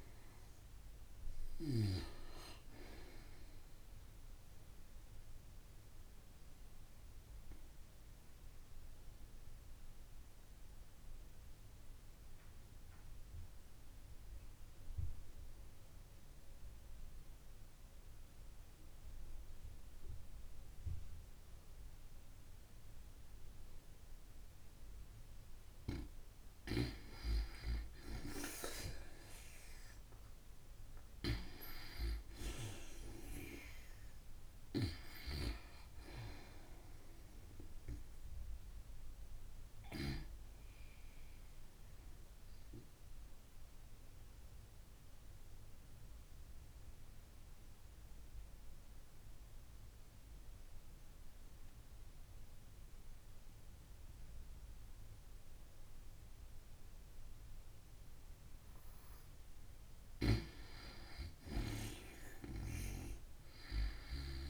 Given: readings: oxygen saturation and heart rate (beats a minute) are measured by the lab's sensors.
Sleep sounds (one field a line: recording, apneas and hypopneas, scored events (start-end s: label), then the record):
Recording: breathing in sleep by a room microphone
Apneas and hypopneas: 2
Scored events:
0.00-1.50 s: snoring (device-marked)
4.50-26.50 s: obstructive apnea (oxygen 93% before, 89% lowest, heart rate 105 before, 55 extreme)
25.00-39.00 s: oxygen desaturation (device-marked, oxygen 95% before, 89% lowest, heart rate 95 before, 57 extreme)
29.50-36.00 s: arousal
43.50-59.00 s: obstructive apnea (oxygen 95% before, 90% lowest, heart rate 125 before, 36 extreme, up 57 after)
61.00-64.50 s: oxygen desaturation (device-marked, oxygen 96% before, 90% lowest, heart rate 92 before, 36 extreme)
62.50-64.50 s: arousal
From the record:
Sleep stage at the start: N2 (light sleep)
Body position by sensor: on the back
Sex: female